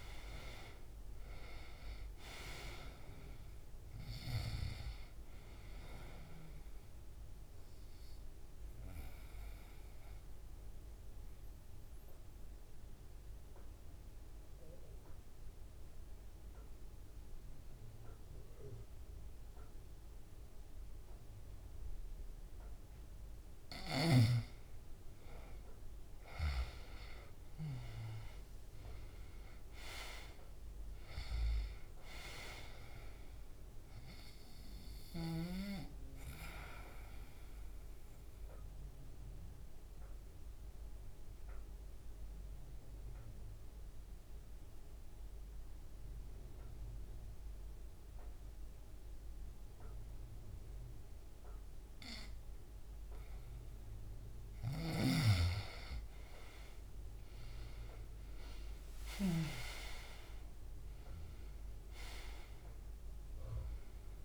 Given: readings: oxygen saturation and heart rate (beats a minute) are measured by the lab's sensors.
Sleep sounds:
breathing in sleep by a room microphone; 2
0.00-1.00 s: arousal
8.00-24.00 s: mixed apnea (oxygen 98% before, 89% lowest, heart rate 138 before, 83 extreme, up 25 after)
12.00-27.00 s: oxygen desaturation (device-marked, oxygen 97% before, 89% lowest, heart rate 123 before, 83 extreme)
26.50-31.00 s: arousal
36.50-53.50 s: obstructive apnea (oxygen 98% before, 89% lowest, heart rate 133 before, 67 extreme, up 23 after)
39.00-57.00 s: oxygen desaturation (device-marked, oxygen 98% before, 89% lowest, heart rate 123 before, 65 extreme)
58.50-63.00 s: arousal
From the record:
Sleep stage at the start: N2 (light sleep); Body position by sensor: on the back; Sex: male

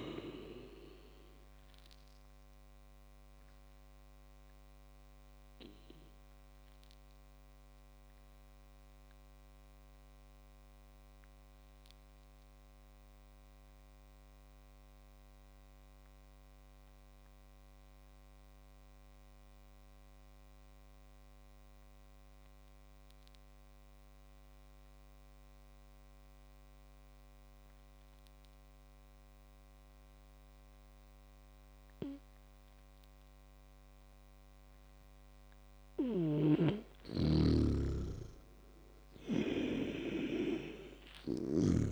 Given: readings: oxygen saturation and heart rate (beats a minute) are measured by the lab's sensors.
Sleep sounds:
breathing in sleep by a microphone on the trachea; 1
0.00-10.50 s: oxygen desaturation (device-marked, oxygen 95% lowest, heart rate 63 extreme)
2.50-34.50 s: obstructive apnea (oxygen 100% before, 95% lowest, heart rate 69 before, 58 extreme, up 15 after)
35.50-41.50 s: snoring (device-marked)
37.50-41.00 s: arousal
38.50-41.92 s: oxygen desaturation (device-marked, oxygen 99% before, 96% lowest, heart rate 67 before, 58 extreme)
From the record:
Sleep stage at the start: N2 (light sleep); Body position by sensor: on the back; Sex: male

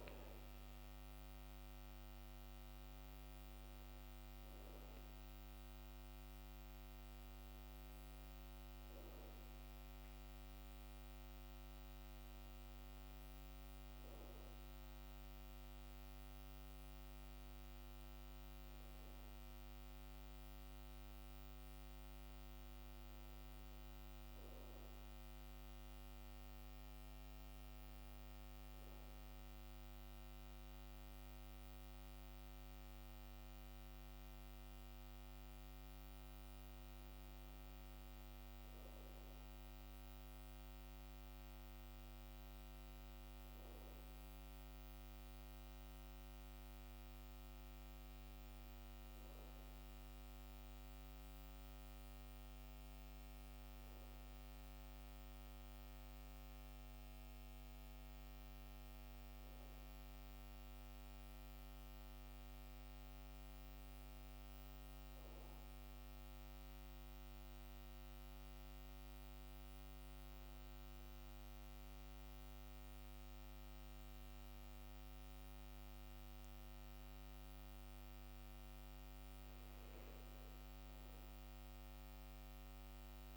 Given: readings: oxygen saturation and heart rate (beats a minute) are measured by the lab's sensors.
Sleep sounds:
breathing in sleep, hard to hear, by a microphone on the trachea; 1
0.00-21.00 s: oxygen desaturation (device-marked, oxygen 86% lowest, heart rate 62 extreme)
39.00-43.00 s: arousal
67.00-79.00 s: hypopnea (oxygen 99% before, 90% lowest, heart rate 66 before, 66 extreme, up 4 after)
78.00-83.37 s: oxygen desaturation (device-marked, oxygen 97% before, 95% lowest, heart rate 67 before, 67 extreme)
81.00-83.37 s: arousal
From the record:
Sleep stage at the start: N2 (light sleep); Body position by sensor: on the back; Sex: male

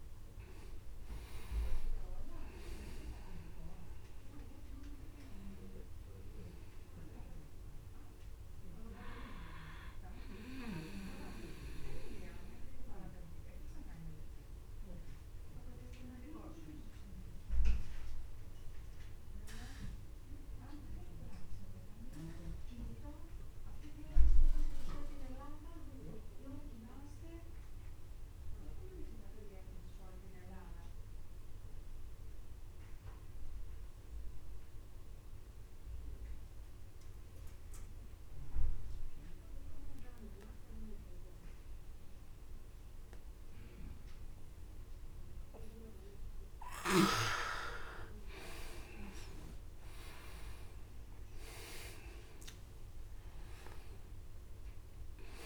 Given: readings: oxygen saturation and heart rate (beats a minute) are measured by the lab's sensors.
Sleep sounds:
breathing in sleep by a room microphone; 1
0.00-1.00 s: arousal
0.00-22.00 s: oxygen desaturation (device-marked, oxygen 87% lowest, heart rate 27 extreme)
11.00-46.00 s: obstructive apnea (oxygen 98% before, 86% lowest, heart rate 49 before, 27 extreme, up 24 after)
42.00-55.46 s: oxygen desaturation (device-marked, oxygen 99% before, 86% lowest, heart rate 44 before, 27 extreme)
49.00-53.50 s: arousal
From the record:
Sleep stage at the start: N2 (light sleep); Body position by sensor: on the back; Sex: male

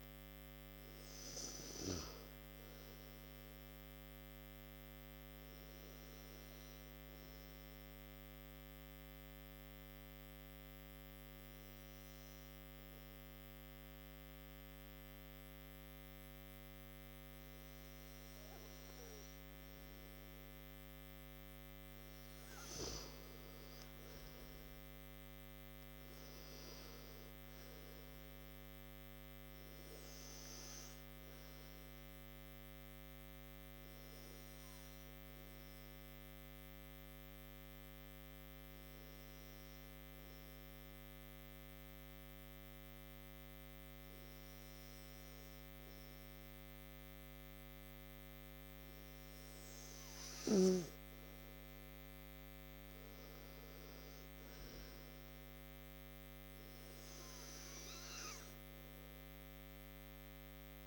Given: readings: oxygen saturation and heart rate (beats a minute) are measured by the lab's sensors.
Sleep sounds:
breathing in sleep, hard to hear, by a microphone on the trachea; 2
2.00-18.00 s: oxygen desaturation (device-marked, oxygen 97% before, 93% lowest, heart rate 56 before, 56 extreme)
5.00-21.00 s: obstructive apnea (oxygen 98% before, 92% lowest, heart rate 56 before, 56 extreme, up 9 after)
24.00-27.00 s: arousal
26.00-46.00 s: oxygen desaturation (device-marked, oxygen 97% before, 92% lowest, heart rate 59 before, 56 extreme)
32.00-50.50 s: obstructive apnea (oxygen 97% before, 90% lowest, heart rate 61 before, 56 extreme, up 12 after)
52.50-55.50 s: arousal
58.00-60.87 s: oxygen desaturation (device-marked, oxygen 97% before, 92% lowest, heart rate 61 before, 58 extreme)
From the record:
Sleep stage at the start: N2 (light sleep); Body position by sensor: on the right side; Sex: male

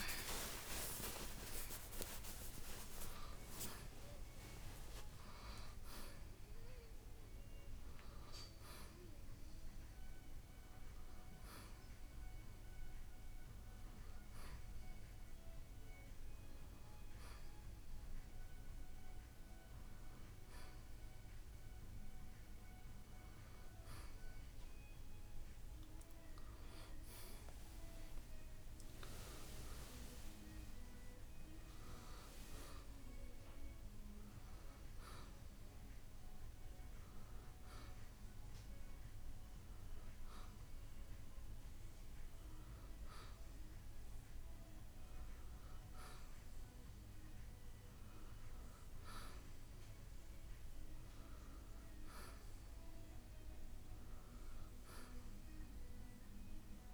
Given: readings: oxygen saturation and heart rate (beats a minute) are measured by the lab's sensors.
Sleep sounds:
breathing in sleep by a room microphone; none
0.00-3.50 s: arousal
From the record:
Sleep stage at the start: N1 (lightest sleep); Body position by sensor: on the right side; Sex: male

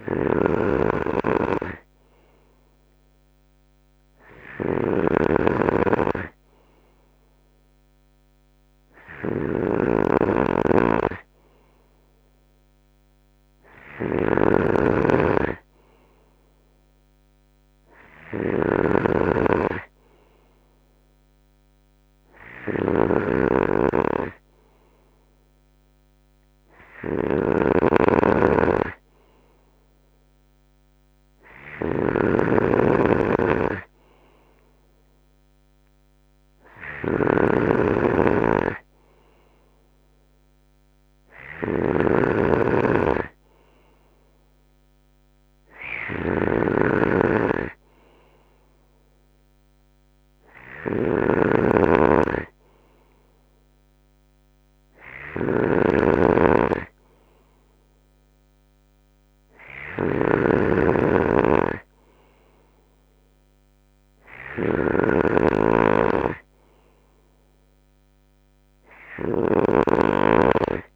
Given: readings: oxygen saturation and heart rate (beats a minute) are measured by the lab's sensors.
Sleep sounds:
breathing in sleep by a microphone on the trachea; none
0.00-70.96 s: snoring (device-marked)
From the record:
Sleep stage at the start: N3 (deep sleep); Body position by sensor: on the right side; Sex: male

